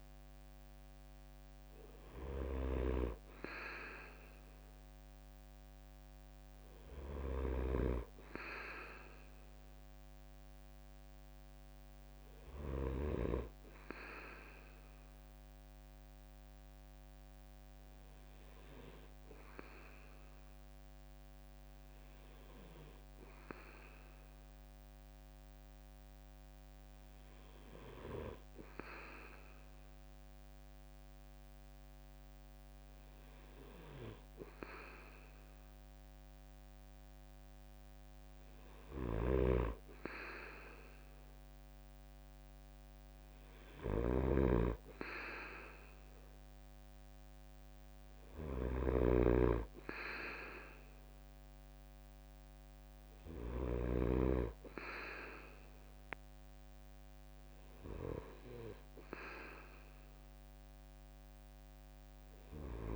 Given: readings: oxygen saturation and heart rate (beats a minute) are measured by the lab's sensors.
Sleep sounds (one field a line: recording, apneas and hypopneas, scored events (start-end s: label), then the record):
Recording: breathing in sleep by a microphone on the trachea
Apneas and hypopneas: none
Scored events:
0.00-1.00 s: oxygen desaturation (device-marked, oxygen 92% lowest, heart rate 68 extreme)
0.00-13.00 s: snoring (device-marked)
38.50-53.50 s: snoring (device-marked)
54.00-62.96 s: new sleep stage, N1 (lightest sleep)
From the record:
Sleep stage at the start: N2 (light sleep)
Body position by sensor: on the right side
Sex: male